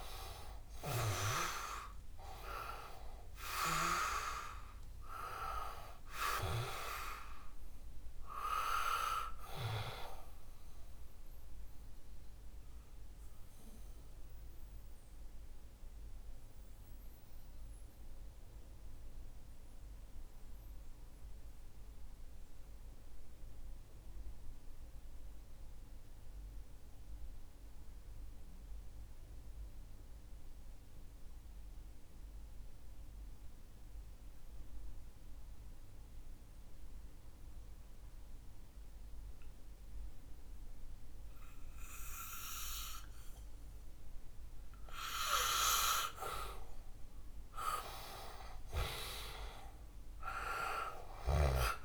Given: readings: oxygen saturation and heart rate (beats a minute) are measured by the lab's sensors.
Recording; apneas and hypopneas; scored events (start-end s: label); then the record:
breathing in sleep by a room microphone; 1
0.00-4.50 s: arousal
0.00-29.00 s: oxygen desaturation (device-marked, oxygen 90% lowest, heart rate 61 extreme)
12.00-45.00 s: mixed apnea (oxygen 97% before, 90% lowest, heart rate 69 before, 59 extreme, up 8 after)
47.50-51.85 s: arousal
From the record:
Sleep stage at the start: N2 (light sleep); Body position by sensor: on the back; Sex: male